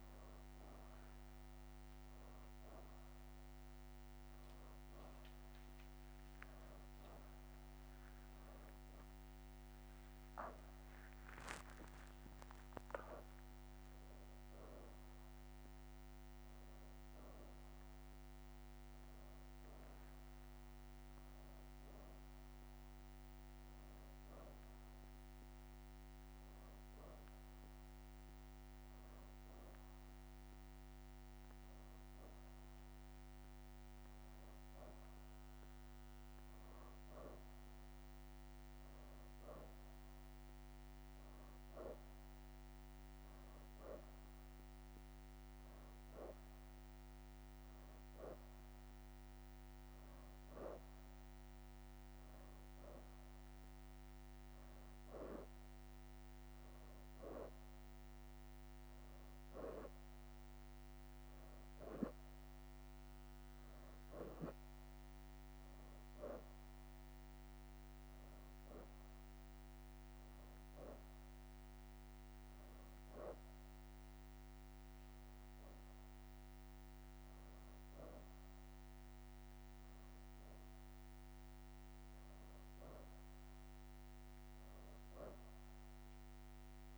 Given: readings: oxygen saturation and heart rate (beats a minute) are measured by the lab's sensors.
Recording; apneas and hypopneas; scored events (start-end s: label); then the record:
breathing in sleep by a microphone on the trachea; none
0.50-3.00 s: leg movement (device-marked)
9.00-14.50 s: leg movement (device-marked)
68.00-71.00 s: leg movement (device-marked)
76.00-79.00 s: leg movement (device-marked)
From the record:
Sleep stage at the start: N2 (light sleep); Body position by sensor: on the back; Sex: female